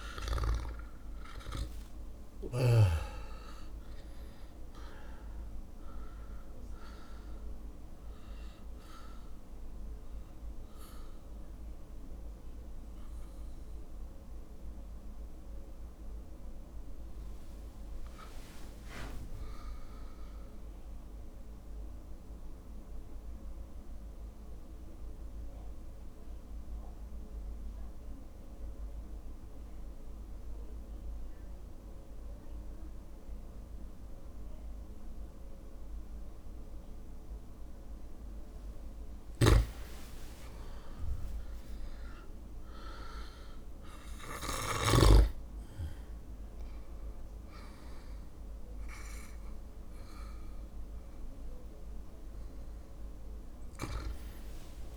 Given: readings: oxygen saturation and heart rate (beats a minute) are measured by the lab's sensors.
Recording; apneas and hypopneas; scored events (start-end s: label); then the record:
breathing in sleep by a room microphone; 2
0.00-1.00 s: arousal
2.50-10.50 s: drop in pulse transit time (device-marked, heart rate 59 before, 61 extreme)
7.50-17.50 s: obstructive apnea (oxygen 99% before, 96% lowest, heart rate 60 before, 54 extreme, up 7 after)
7.50-27.50 s: oxygen desaturation (device-marked, oxygen 99% before, 96% lowest, heart rate 60 before, 54 extreme)
18.00-20.50 s: arousal
22.00-39.00 s: mixed apnea (oxygen 99% before, 96% lowest, heart rate 59 before, 57 extreme, up 3 after)
39.00-45.00 s: snoring (device-marked)
40.00-43.50 s: arousal
46.50-54.97 s: oxygen desaturation (device-marked, oxygen 100% before, 96% lowest, heart rate 59 before, 54 extreme)
From the record:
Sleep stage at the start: REM sleep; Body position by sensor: on the back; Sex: male